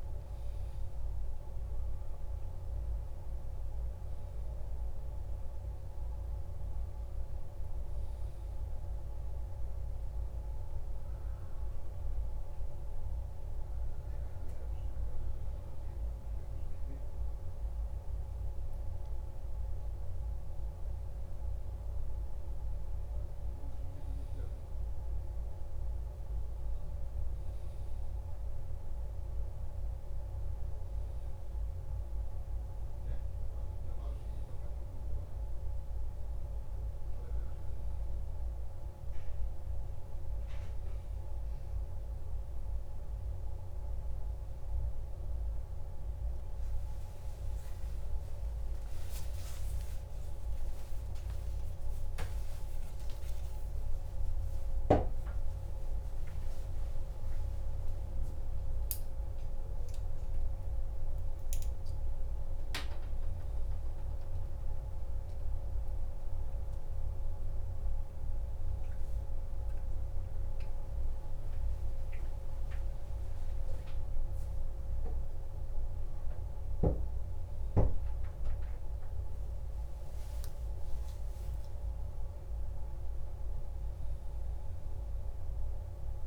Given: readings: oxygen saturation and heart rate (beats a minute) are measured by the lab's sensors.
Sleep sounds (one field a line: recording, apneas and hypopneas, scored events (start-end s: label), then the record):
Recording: a person awake in a sleep study, hard to hear, by a room microphone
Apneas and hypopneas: none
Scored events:
none scored
From the record:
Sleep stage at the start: awake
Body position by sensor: on the back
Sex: male